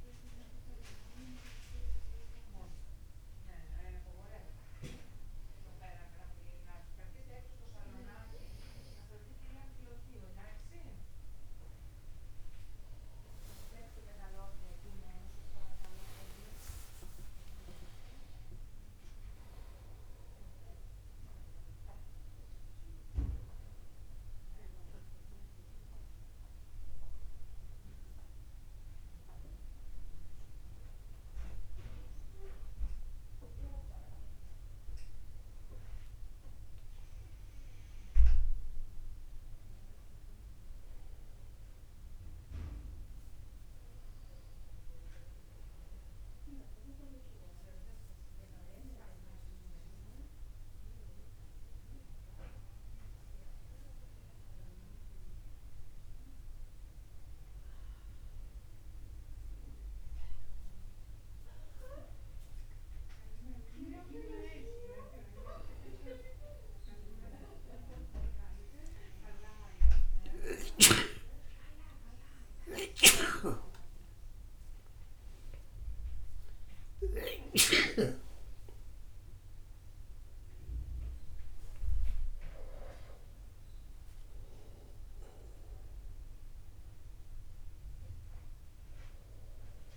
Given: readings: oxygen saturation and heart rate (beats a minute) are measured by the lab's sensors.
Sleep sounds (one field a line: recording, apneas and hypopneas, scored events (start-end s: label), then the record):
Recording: a person awake in a sleep study, by a room microphone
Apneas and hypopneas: none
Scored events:
14.50-16.50 s: long interval between heartbeats (device-marked)
17.00-19.00 s: long interval between heartbeats (device-marked)
26.50-89.97 s: new sleep stage, awake
27.00-29.00 s: long interval between heartbeats (device-marked, heart rate 78 before, 62 extreme)
73.50-78.50 s: snoring (device-marked)
74.50-76.50 s: long interval between heartbeats (device-marked, heart rate 55 before, 80 extreme)
79.00-81.00 s: long interval between heartbeats (device-marked, heart rate 60 before, 83 extreme)
From the record:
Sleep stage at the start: N2 (light sleep)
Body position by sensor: upright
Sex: male